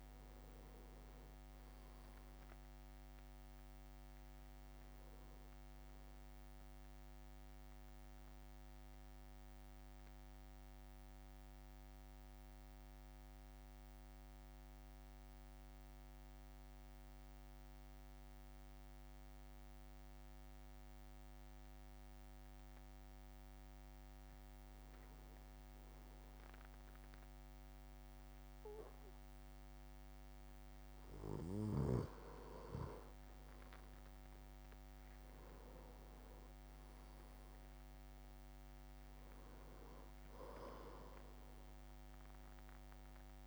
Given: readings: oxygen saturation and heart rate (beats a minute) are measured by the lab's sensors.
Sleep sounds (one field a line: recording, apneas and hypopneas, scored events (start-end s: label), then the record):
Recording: breathing in sleep by a microphone on the trachea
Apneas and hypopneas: 1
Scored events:
0.00-3.50 s: arousal
0.00-22.00 s: oxygen desaturation (device-marked, oxygen 100% before, 96% lowest, heart rate 56 before, 51 extreme)
8.50-29.00 s: mixed apnea (oxygen 100% before, 95% lowest, heart rate 56 before, 51 extreme, up 4 after)
32.00-37.00 s: arousal
36.00-43.46 s: drop in pulse transit time (device-marked, heart rate 53 before, 51 extreme)
From the record:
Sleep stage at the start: N2 (light sleep)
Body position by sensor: on the back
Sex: male